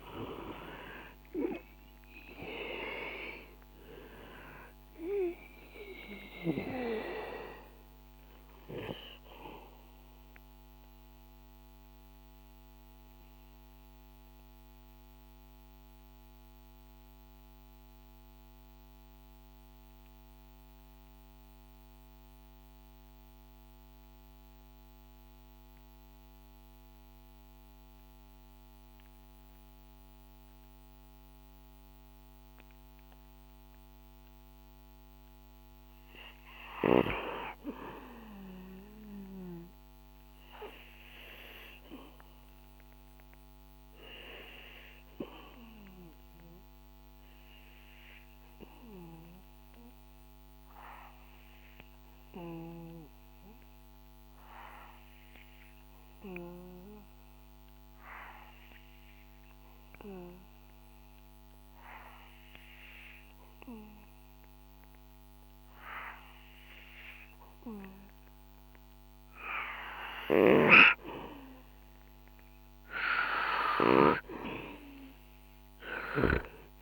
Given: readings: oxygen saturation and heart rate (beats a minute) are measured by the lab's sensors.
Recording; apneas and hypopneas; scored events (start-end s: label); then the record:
breathing in sleep by a microphone on the trachea; 2
0.00-3.50 s: arousal
0.00-26.50 s: oxygen desaturation (device-marked, oxygen 89% lowest, heart rate 58 extreme)
9.50-36.50 s: mixed apnea (oxygen 97% before, 89% lowest, heart rate 68 before, 58 extreme, up 0 after)
38.50-43.00 s: arousal
43.50-60.50 s: oxygen desaturation (device-marked, oxygen 97% before, 92% lowest, heart rate 63 before, 60 extreme)
49.50-69.50 s: obstructive apnea (oxygen 98% before, 91% lowest, heart rate 63 before, 61 extreme, up 7 after)
72.00-76.00 s: arousal
From the record:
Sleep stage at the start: N2 (light sleep); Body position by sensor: on the back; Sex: male